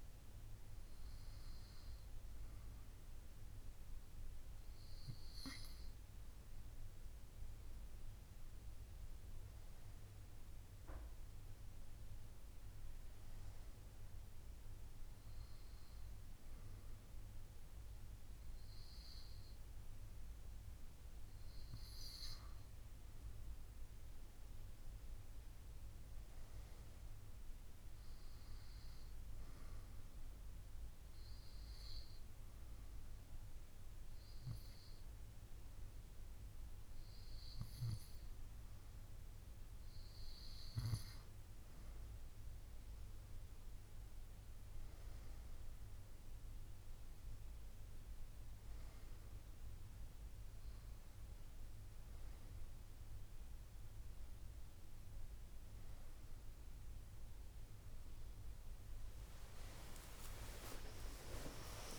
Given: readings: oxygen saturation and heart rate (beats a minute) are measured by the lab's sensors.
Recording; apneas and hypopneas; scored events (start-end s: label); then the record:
breathing in sleep, hard to hear, by a room microphone; none
59.50-61.99 s: new sleep stage, awake
From the record:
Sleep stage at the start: N2 (light sleep); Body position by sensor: on the right side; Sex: female